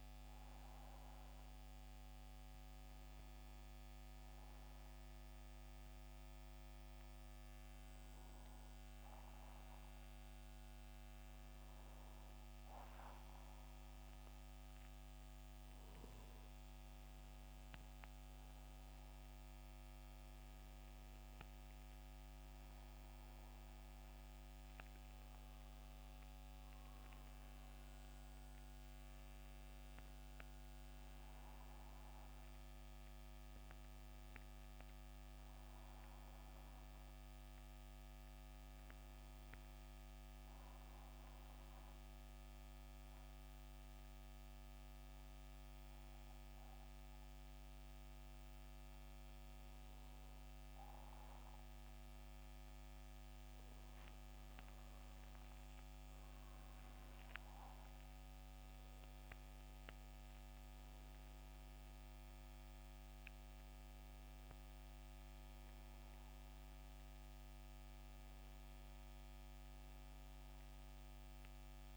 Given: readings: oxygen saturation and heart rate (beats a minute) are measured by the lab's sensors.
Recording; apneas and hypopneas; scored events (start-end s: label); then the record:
breathing in sleep, hard to hear, by a microphone on the trachea; 2
2.50-14.00 s: hypopnea (oxygen 92% before, 88% lowest, heart rate 78 before, 73 extreme, up 7 after)
15.50-20.50 s: arousal
24.50-44.50 s: oxygen desaturation (device-marked, oxygen 91% before, 88% lowest, heart rate 75 before, 74 extreme)
26.50-56.50 s: new sleep stage, N1 (lightest sleep)
40.50-52.50 s: hypopnea (oxygen 91% before, 88% lowest, heart rate 80 before, 74 extreme, up 7 after)
54.00-59.00 s: arousal
56.50-71.96 s: new sleep stage, N2 (light sleep)
62.50-71.96 s: oxygen desaturation (device-marked, oxygen 93% before, 89% lowest, heart rate 77 before, 75 extreme)
From the record:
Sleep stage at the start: N2 (light sleep); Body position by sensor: on the back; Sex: male